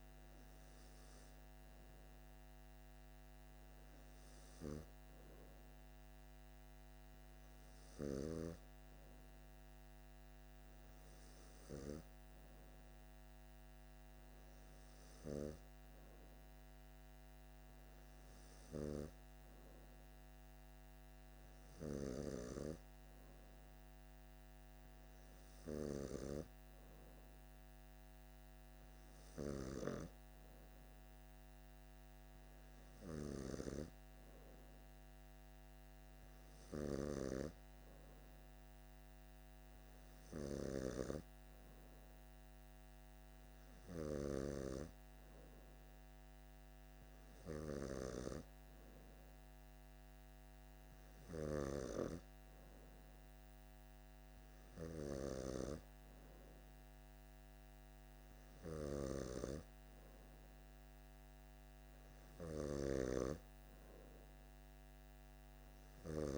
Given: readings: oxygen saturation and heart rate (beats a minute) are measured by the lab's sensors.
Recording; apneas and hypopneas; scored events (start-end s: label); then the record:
breathing in sleep by a microphone on the trachea; none
none scored
From the record:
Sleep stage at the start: N2 (light sleep); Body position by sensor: on the back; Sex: male